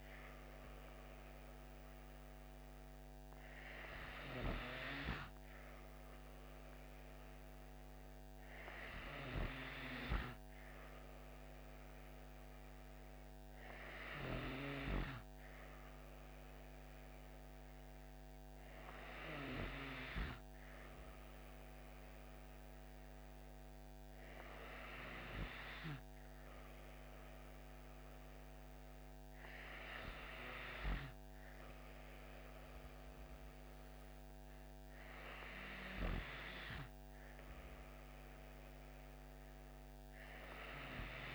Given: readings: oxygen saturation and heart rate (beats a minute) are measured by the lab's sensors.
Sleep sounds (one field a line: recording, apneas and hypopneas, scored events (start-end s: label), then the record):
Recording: breathing in sleep by a microphone on the trachea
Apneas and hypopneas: none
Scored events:
none scored
From the record:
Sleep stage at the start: N2 (light sleep)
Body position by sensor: on the back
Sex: female